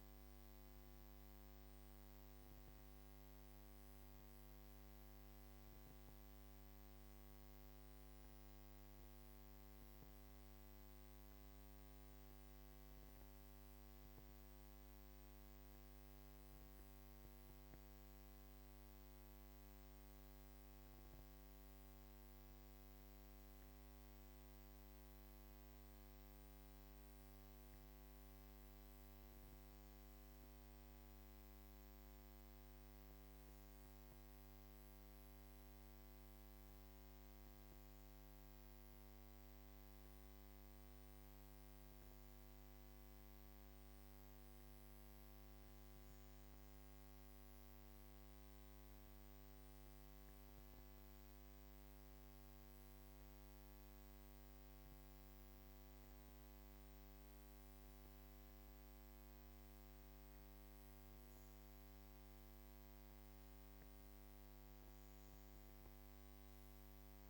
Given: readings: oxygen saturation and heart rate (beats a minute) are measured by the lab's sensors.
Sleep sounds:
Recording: breathing in sleep, hard to hear, by a microphone on the trachea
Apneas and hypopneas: 1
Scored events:
39.50-53.00 s: obstructive apnea (oxygen 98% before, 95% lowest, heart rate 72 before, 54 extreme, up 53 after)
54.00-59.00 s: arousal
From the record:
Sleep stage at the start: N2 (light sleep)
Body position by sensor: on the back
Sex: female

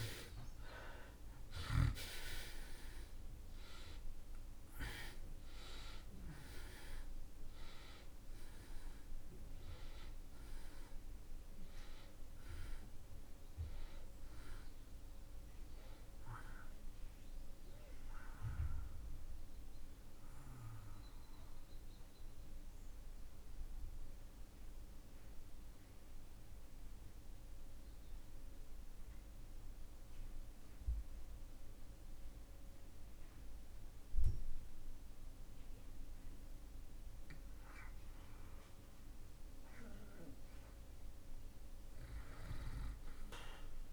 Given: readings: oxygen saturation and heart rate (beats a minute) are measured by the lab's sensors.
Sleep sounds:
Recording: breathing in sleep by a room microphone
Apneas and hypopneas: 1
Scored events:
0.00-2.00 s: arousal
0.00-36.50 s: oxygen desaturation (device-marked, oxygen 64% lowest)
20.50-37.00 s: mixed apnea (oxygen 78% before, 63% lowest)
38.50-42.50 s: arousal
From the record:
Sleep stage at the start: REM sleep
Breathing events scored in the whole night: 334 in 5.8 hours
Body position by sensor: on the back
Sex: male

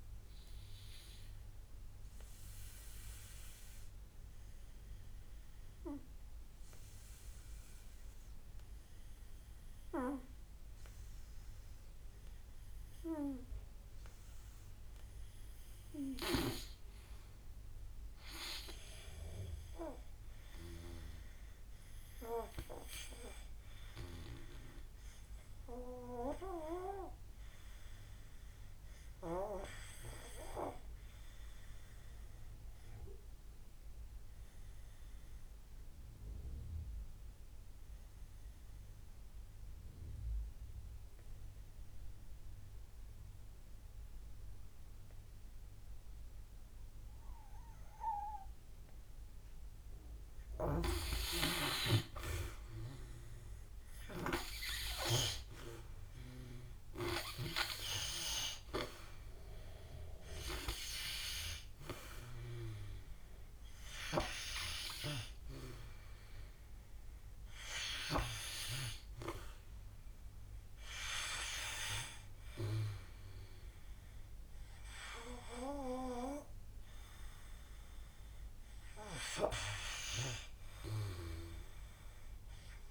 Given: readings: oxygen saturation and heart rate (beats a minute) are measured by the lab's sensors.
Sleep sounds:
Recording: breathing in sleep by a room microphone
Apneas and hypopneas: 2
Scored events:
0.00-11.50 s: oxygen desaturation (device-marked, oxygen 81% lowest, heart rate 54 extreme)
1.50-13.00 s: obstructive apnea (oxygen 94% before, 82% lowest, heart rate 70 before, 53 extreme, up 11 after)
16.50-38.50 s: oxygen desaturation (device-marked, oxygen 100% before, 87% lowest, heart rate 62 before, 52 extreme)
17.00-20.50 s: arousal
23.00-50.00 s: obstructive apnea (oxygen 100% before, 82% lowest, heart rate 62 before, 52 extreme, up 17 after)
45.50-74.50 s: oxygen desaturation (device-marked, oxygen 91% before, 82% lowest, heart rate 56 before, 54 extreme)
52.00-56.00 s: arousal
54.50-71.50 s: drop in pulse transit time (device-marked, heart rate 58 before, 65 extreme)
From the record:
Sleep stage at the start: N2 (light sleep)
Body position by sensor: on the back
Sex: male

